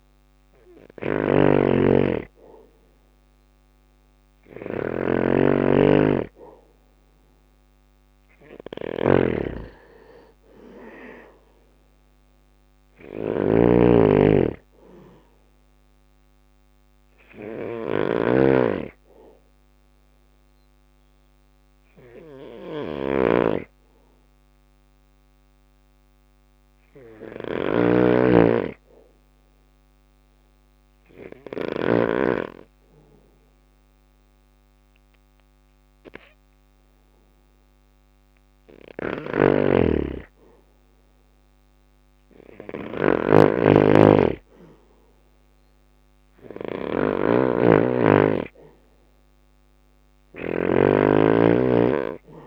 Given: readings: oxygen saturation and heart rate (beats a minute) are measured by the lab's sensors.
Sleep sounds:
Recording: breathing in sleep by a microphone on the trachea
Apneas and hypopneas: 1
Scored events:
0.00-9.50 s: bradycardia (device-marked, heart rate 54 extreme)
0.00-31.00 s: snoring (device-marked)
0.00-33.50 s: oxygen desaturation (device-marked, oxygen 94% lowest, heart rate 54 extreme)
11.50-25.50 s: drop in pulse transit time (device-marked, heart rate 59 before, 59 extreme)
18.00-37.00 s: obstructive apnea (oxygen 99% before, 91% lowest, heart rate 59 before, 60 extreme, up 0 after)
35.50-52.46 s: oxygen desaturation (device-marked, oxygen 98% before, 92% lowest, heart rate 63 before, 60 extreme)
38.00-49.50 s: snoring (device-marked)
39.00-42.00 s: arousal
From the record:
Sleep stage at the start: N2 (light sleep)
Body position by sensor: on the back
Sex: male

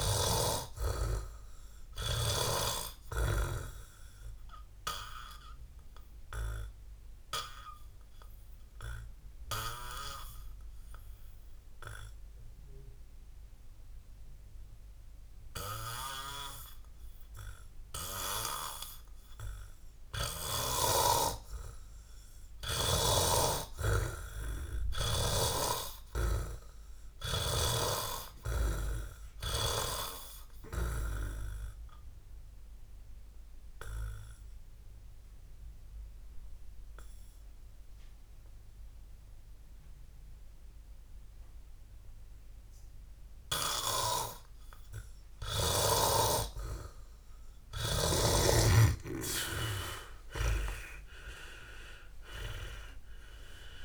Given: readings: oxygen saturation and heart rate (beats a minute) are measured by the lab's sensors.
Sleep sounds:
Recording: breathing in sleep by a room microphone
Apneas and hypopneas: 2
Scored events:
0.00-2.50 s: arousal
0.00-3.50 s: oxygen desaturation (device-marked, oxygen 90% lowest, heart rate 60 extreme)
7.00-21.00 s: obstructive apnea (oxygen 98% before, 82% lowest, heart rate 71 before, 60 extreme, up 16 after)
16.50-27.50 s: oxygen desaturation (device-marked, oxygen 95% before, 87% lowest, heart rate 74 before, 60 extreme)
24.00-28.00 s: arousal
29.50-51.50 s: oxygen desaturation (device-marked, oxygen 97% before, 82% lowest, heart rate 65 before, 60 extreme)
32.00-47.50 s: obstructive apnea (oxygen 97% before, 82% lowest, heart rate 67 before, 60 extreme, up 53 after)
52.00-53.85 s: arousal
From the record:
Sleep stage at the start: N2 (light sleep)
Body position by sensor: on the back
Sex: male

